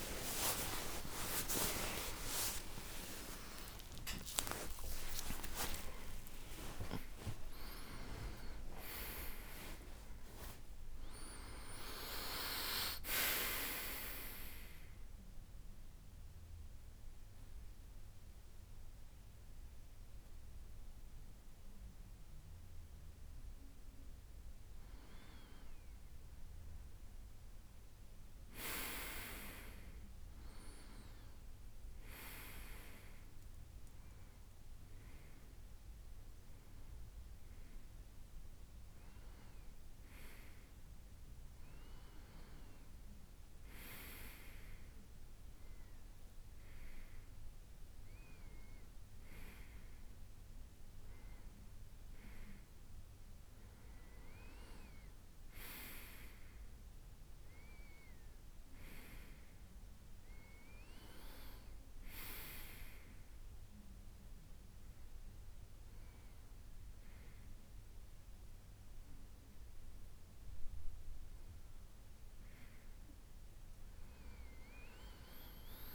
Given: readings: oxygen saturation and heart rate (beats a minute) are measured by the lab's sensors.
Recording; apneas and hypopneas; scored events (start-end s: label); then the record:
a person partly awake in a sleep study, by a room microphone; none
9.00-69.00 s: new sleep stage, N1 (lightest sleep)
38.00-45.00 s: oxygen desaturation (device-marked, oxygen 98% before, 94% lowest, heart rate 78 before, 79 extreme)
69.00-75.95 s: new sleep stage, N2 (light sleep)
From the record:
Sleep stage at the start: awake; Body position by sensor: on the back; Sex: male